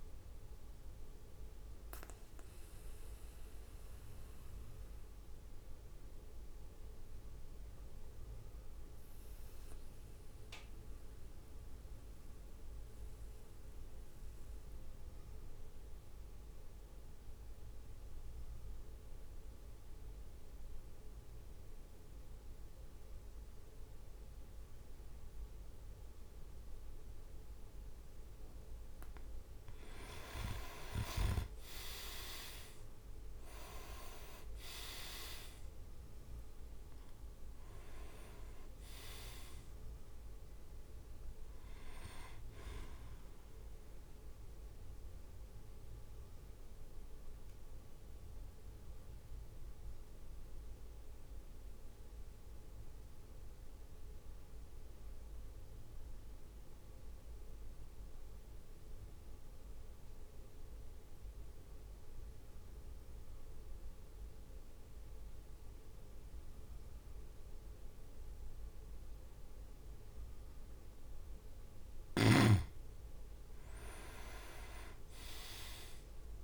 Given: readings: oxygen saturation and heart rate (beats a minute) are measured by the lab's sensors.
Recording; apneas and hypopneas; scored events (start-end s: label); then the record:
breathing in sleep by a room microphone; 2
1.00-28.50 s: mixed apnea (oxygen 100% before, 94% lowest, heart rate 55 before, 49 extreme, up 8 after)
6.00-15.00 s: oxygen desaturation (device-marked, oxygen 97% before, 94% lowest, heart rate 55 before, 52 extreme)
30.50-35.00 s: arousal
30.50-35.50 s: leg movement (device-marked)
31.00-42.00 s: oxygen desaturation (device-marked, oxygen 99% before, 95% lowest, heart rate 54 before, 49 extreme)
34.00-47.00 s: drop in pulse transit time (device-marked, heart rate 54 before, 52 extreme)
46.00-71.50 s: mixed apnea (oxygen 100% before, 94% lowest, heart rate 56 before, 50 extreme, up 7 after)
73.00-74.50 s: leg movement (device-marked)
73.50-76.44 s: arousal
From the record:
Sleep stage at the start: N2 (light sleep); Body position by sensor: on the back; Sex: male